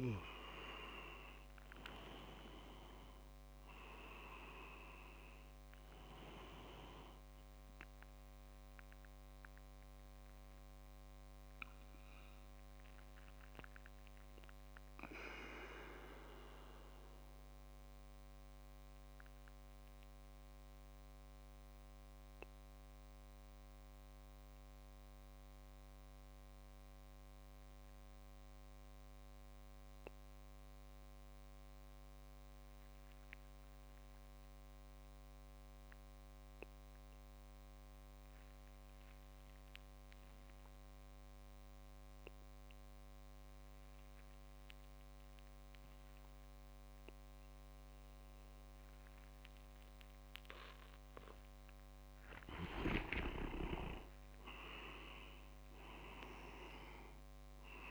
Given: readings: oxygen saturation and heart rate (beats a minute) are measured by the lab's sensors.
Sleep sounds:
breathing in sleep by a microphone on the trachea; 1
0.00-1.00 s: arousal
0.00-13.50 s: oxygen desaturation (device-marked, oxygen 94% lowest)
9.50-51.00 s: obstructive apnea (oxygen 98% before, 94% lowest)
48.50-57.91 s: oxygen desaturation (device-marked, oxygen 99% before, 95% lowest)
53.00-54.50 s: leg movement (device-marked)
54.00-57.50 s: arousal
From the record:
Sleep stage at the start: N2 (light sleep); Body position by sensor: on the back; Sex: male

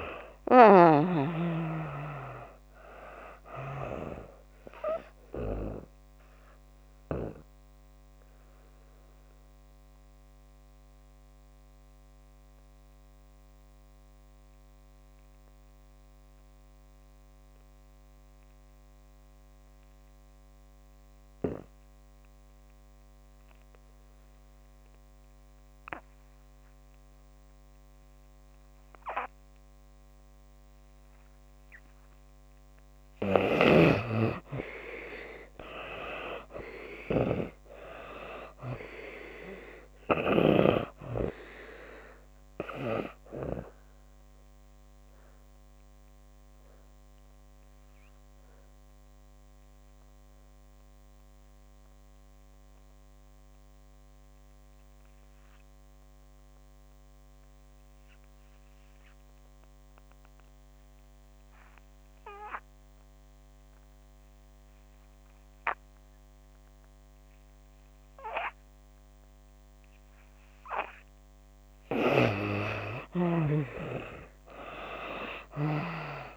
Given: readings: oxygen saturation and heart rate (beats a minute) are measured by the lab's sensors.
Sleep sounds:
breathing in sleep by a microphone on the trachea; 2
0.00-1.00 s: arousal
0.00-1.00 s: snoring (device-marked)
0.00-28.50 s: oxygen desaturation (device-marked, oxygen 70% lowest)
6.50-32.00 s: obstructive apnea (oxygen 95% before, 69% lowest)
30.50-62.50 s: oxygen desaturation (device-marked, oxygen 96% before, 69% lowest)
34.00-37.50 s: arousal
44.50-71.00 s: obstructive apnea (oxygen 96% before, 66% lowest)
64.50-76.37 s: oxygen desaturation (device-marked, oxygen 95% before, 66% lowest)
72.50-75.50 s: arousal
From the record:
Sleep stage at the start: N2 (light sleep); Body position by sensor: on the back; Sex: female

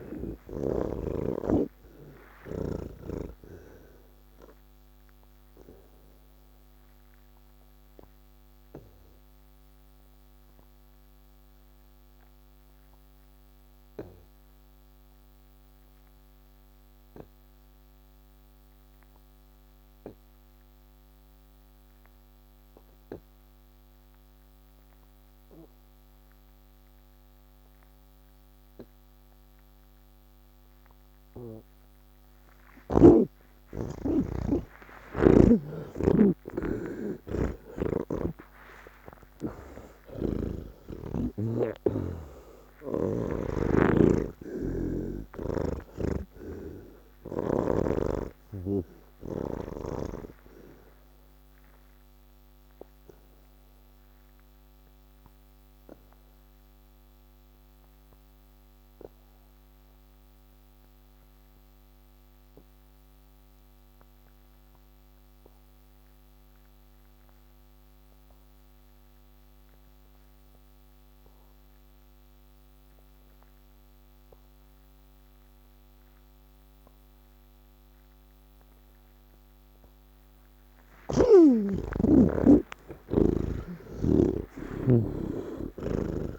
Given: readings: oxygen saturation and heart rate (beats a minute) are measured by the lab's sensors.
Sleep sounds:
breathing in sleep by a microphone on the trachea; 2
0.00-17.50 s: oxygen desaturation (device-marked, oxygen 79% lowest, heart rate 85 extreme)
5.50-33.00 s: obstructive apnea (oxygen 97% before, 77% lowest, heart rate 165 before, 85 extreme, up 11 after)
27.50-62.50 s: oxygen desaturation (device-marked, oxygen 99% before, 77% lowest, heart rate 132 before, 85 extreme)
50.50-80.00 s: obstructive apnea (oxygen 98% before, 76% lowest, heart rate 102 before, 48 extreme)
69.50-86.39 s: oxygen desaturation (device-marked, oxygen 98% before, 76% lowest, heart rate 139 before, 48 extreme)
From the record:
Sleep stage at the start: N3 (deep sleep); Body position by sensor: on the back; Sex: male

